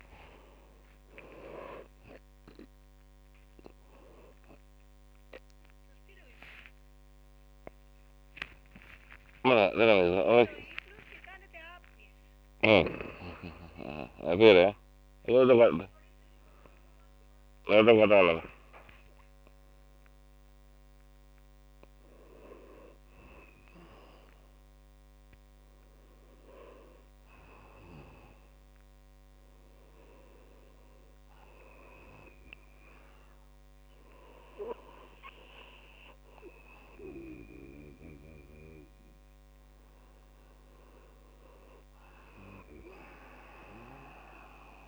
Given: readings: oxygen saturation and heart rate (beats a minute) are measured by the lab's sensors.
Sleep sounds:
breathing in sleep by a microphone on the trachea; none
0.00-4.00 s: tachycardia (device-marked, heart rate 150 extreme)
0.00-23.00 s: oxygen desaturation (device-marked, oxygen 84% lowest)
7.50-12.50 s: arousal
10.00-16.50 s: snoring (device-marked)
26.00-44.88 s: new sleep stage, N1 (lightest sleep)
From the record:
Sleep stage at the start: N2 (light sleep); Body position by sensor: on the back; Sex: male

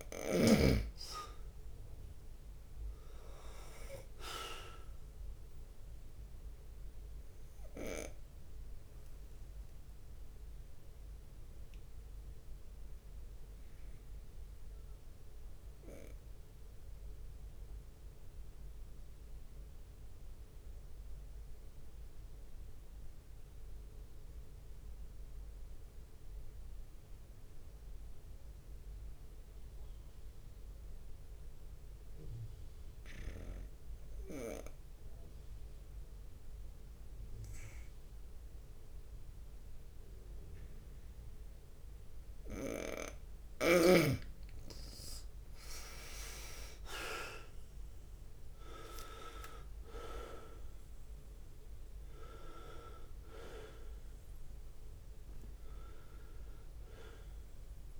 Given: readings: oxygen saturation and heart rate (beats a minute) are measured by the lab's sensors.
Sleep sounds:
breathing in sleep by a room microphone; 1
0.00-14.50 s: bradycardia (device-marked)
0.50-3.00 s: leg movement (device-marked)
1.00-3.00 s: long interval between heartbeats (device-marked)
1.50-22.50 s: oxygen desaturation (device-marked, oxygen 98% before, 94% lowest)
8.50-11.00 s: leg movement (device-marked)
10.00-42.00 s: obstructive apnea (oxygen 98% before, 90% lowest)
27.50-58.00 s: bradycardia (device-marked)
32.50-58.00 s: oxygen desaturation (device-marked, oxygen 98% before, 90% lowest)
33.00-35.00 s: long interval between heartbeats (device-marked)
44.50-48.00 s: leg movement (device-marked)
45.00-50.00 s: arousal
45.50-47.50 s: long interval between heartbeats (device-marked)
49.00-57.00 s: leg movement (device-marked)
From the record:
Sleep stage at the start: N2 (light sleep); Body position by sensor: on the right side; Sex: male

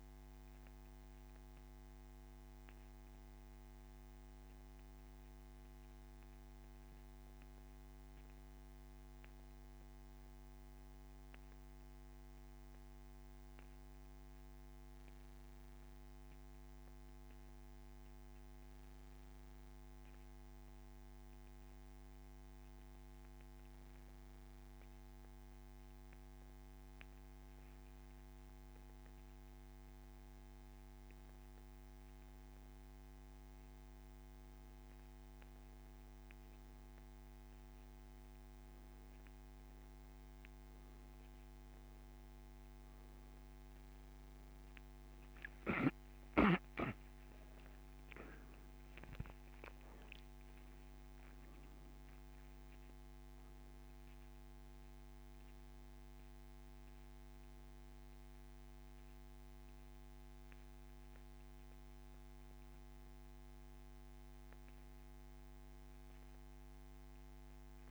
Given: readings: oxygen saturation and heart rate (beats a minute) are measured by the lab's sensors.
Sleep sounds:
breathing in sleep, hard to hear, by a microphone on the trachea; 1
0.00-23.50 s: oxygen desaturation (device-marked, oxygen 93% lowest)
4.00-29.00 s: hypopnea (oxygen 98% before, 91% lowest)
30.50-34.50 s: arousal
66.50-67.91 s: new sleep stage, N2 (light sleep)
From the record:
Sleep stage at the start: N1 (lightest sleep); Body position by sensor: on the back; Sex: male

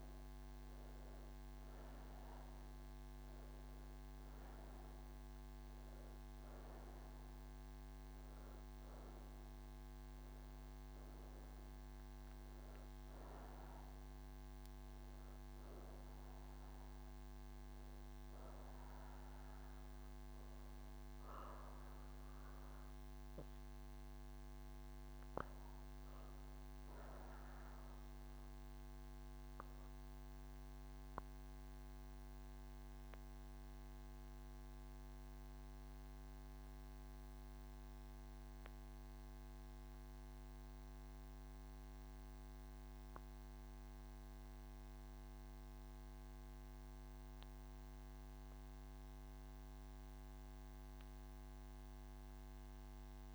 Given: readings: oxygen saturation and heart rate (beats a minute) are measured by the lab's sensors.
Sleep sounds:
breathing in sleep, hard to hear, by a microphone on the trachea; none
4.00-29.00 s: oxygen desaturation (device-marked, oxygen 95% before, 88% lowest)
From the record:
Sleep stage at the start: N2 (light sleep); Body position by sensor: on the right side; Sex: female

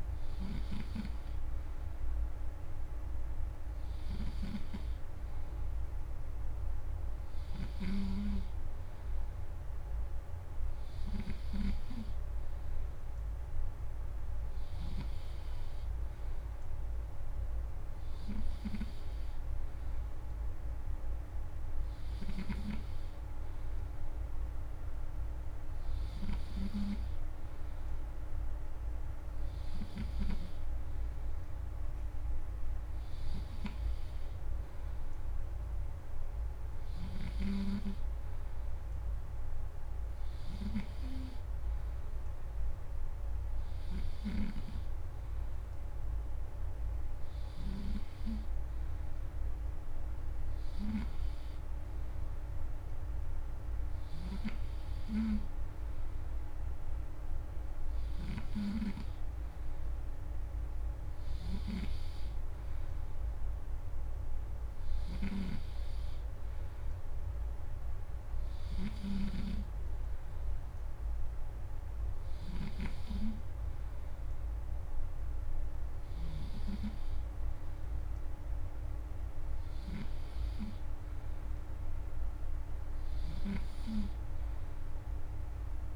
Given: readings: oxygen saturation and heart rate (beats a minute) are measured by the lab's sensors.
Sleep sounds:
breathing in sleep by a room microphone; none
61.00-80.00 s: snoring (device-marked)
From the record:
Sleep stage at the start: N3 (deep sleep); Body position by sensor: on the back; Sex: male

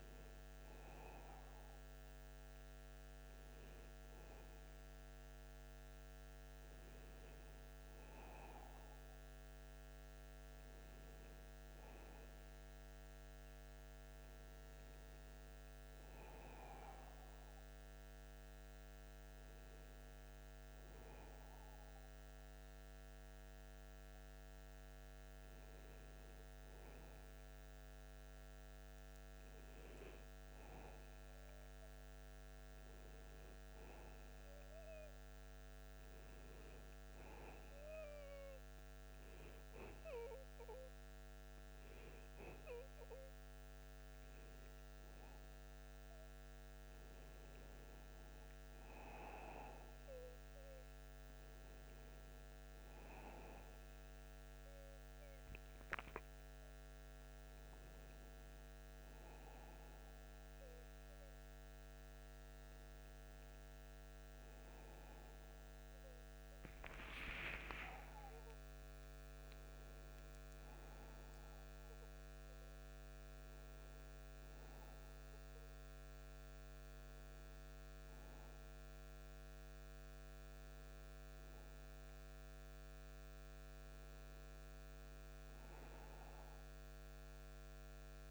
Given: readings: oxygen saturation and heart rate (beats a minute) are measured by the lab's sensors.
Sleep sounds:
breathing in sleep by a microphone on the trachea; none
66.00-70.00 s: arousal
From the record:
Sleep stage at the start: N2 (light sleep); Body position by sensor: on the back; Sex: male

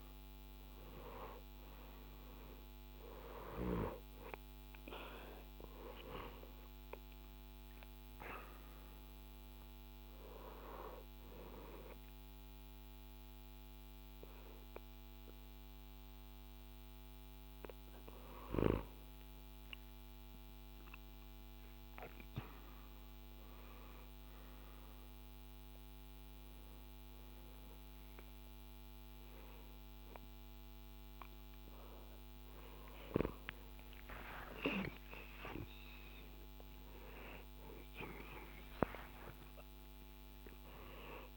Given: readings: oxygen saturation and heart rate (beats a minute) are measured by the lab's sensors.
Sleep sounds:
breathing in sleep by a microphone on the trachea; 1
0.00-23.00 s: oxygen desaturation (device-marked, oxygen 93% lowest, heart rate 65 extreme)
9.50-20.50 s: hypopnea (oxygen 99% before, 93% lowest, heart rate 67 before, 65 extreme, up 12 after)
33.50-40.00 s: arousal
35.00-40.00 s: tachycardia (device-marked, heart rate 71 before, 108 extreme)
From the record:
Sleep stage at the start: N1 (lightest sleep); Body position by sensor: on the back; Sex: male

